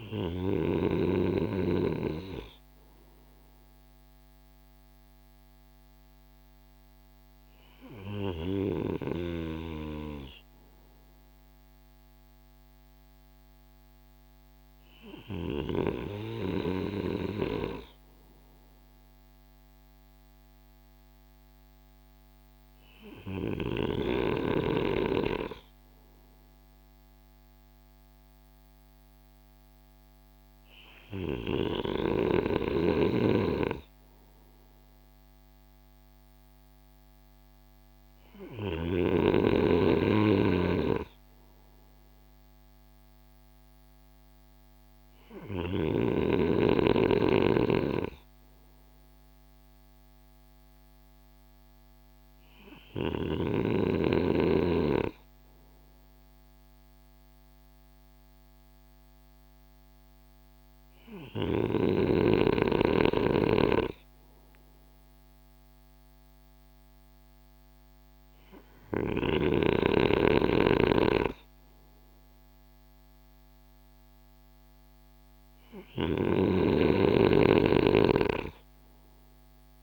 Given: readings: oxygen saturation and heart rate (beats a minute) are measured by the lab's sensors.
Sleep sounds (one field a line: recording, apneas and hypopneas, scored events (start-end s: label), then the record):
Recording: breathing in sleep by a microphone on the trachea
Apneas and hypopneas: none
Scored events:
none scored
From the record:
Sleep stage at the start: N2 (light sleep)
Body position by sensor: on the right side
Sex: male